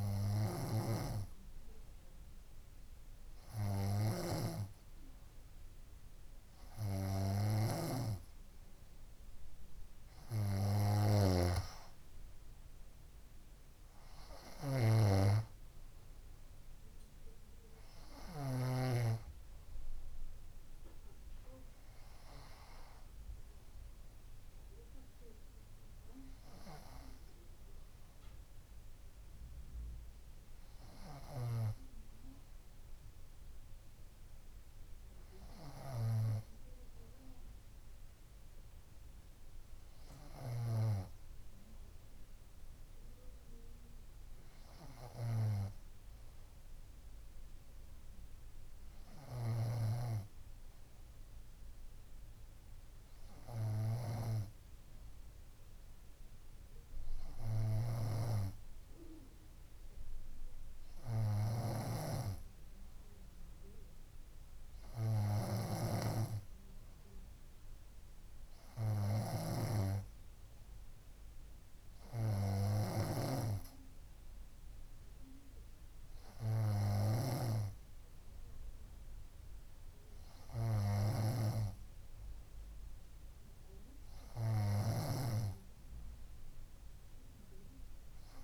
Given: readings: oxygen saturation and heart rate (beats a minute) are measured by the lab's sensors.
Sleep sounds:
breathing in sleep by a room microphone; none
0.50-19.00 s: snoring (device-marked)
8.50-38.50 s: new sleep stage, N3 (deep sleep)
26.50-33.50 s: bradycardia (device-marked, heart rate 62 before, 58 extreme)
38.50-88.44 s: new sleep stage, N2 (light sleep)
58.00-73.50 s: snoring (device-marked)
From the record:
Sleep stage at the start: N2 (light sleep); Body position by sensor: on the front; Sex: female

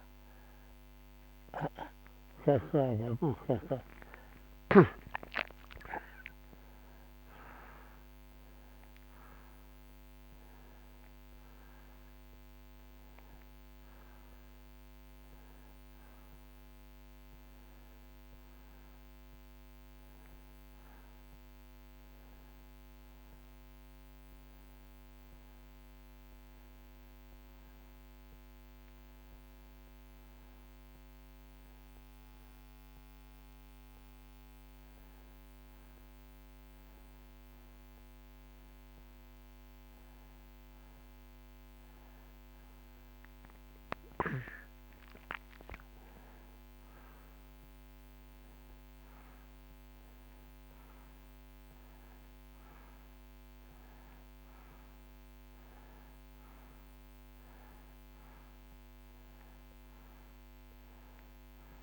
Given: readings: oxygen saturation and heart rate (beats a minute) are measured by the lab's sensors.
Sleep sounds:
a person awake in a sleep study, by a microphone on the trachea; none
none scored
From the record:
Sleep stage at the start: awake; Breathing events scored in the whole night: 334 in 5.8 hours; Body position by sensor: on the right side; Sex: male

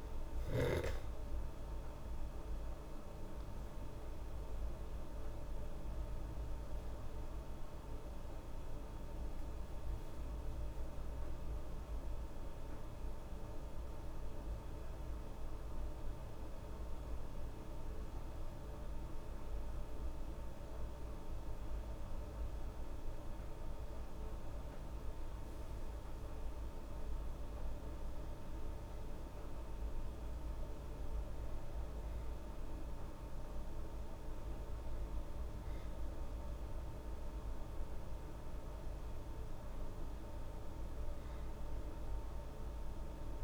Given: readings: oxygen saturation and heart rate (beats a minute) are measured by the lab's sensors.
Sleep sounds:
breathing in sleep, hard to hear, by a room microphone; none
0.00-13.50 s: oxygen desaturation (device-marked, oxygen 92% lowest, heart rate 72 extreme)
From the record:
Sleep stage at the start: N2 (light sleep); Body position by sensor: on the back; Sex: female

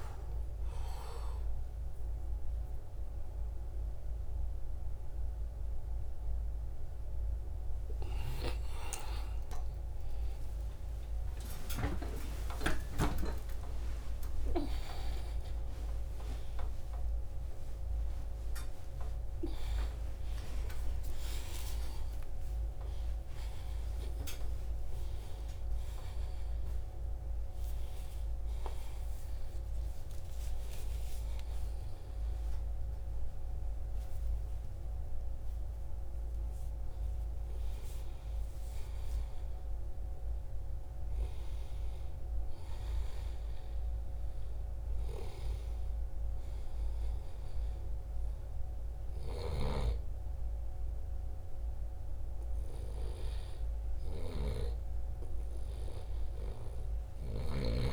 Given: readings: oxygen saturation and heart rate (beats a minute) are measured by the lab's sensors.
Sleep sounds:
a person partly awake in a sleep study, by a room microphone; none
0.00-21.50 s: oxygen desaturation (device-marked, oxygen 88% lowest, heart rate 68 extreme)
9.50-11.50 s: long interval between heartbeats (device-marked, heart rate 73 before, 90 extreme)
12.50-14.50 s: long interval between heartbeats (device-marked, heart rate 77 before, 117 extreme)
20.00-22.00 s: long interval between heartbeats (device-marked, heart rate 92 before, 89 extreme)
26.50-56.50 s: new sleep stage, N1 (lightest sleep)
29.50-31.50 s: long interval between heartbeats (device-marked, heart rate 105 before, 106 extreme)
48.50-57.93 s: snoring (device-marked)
56.50-57.93 s: new sleep stage, N2 (light sleep)
From the record:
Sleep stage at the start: awake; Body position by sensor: on the right side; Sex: male

